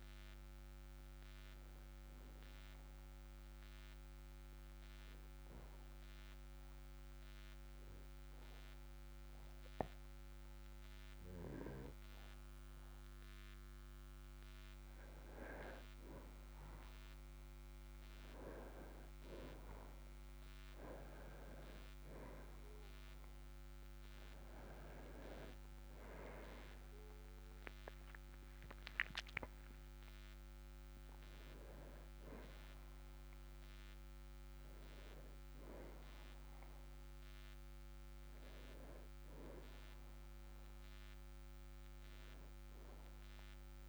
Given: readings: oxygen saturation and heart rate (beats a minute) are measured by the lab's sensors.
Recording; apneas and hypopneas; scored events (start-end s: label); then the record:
breathing in sleep by a microphone on the trachea; 1
3.50-15.00 s: obstructive apnea (oxygen 97% before, 95% lowest, heart rate 49 before, 46 extreme, up 10 after)
24.50-28.50 s: arousal
From the record:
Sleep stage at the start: N2 (light sleep); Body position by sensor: on the back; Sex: male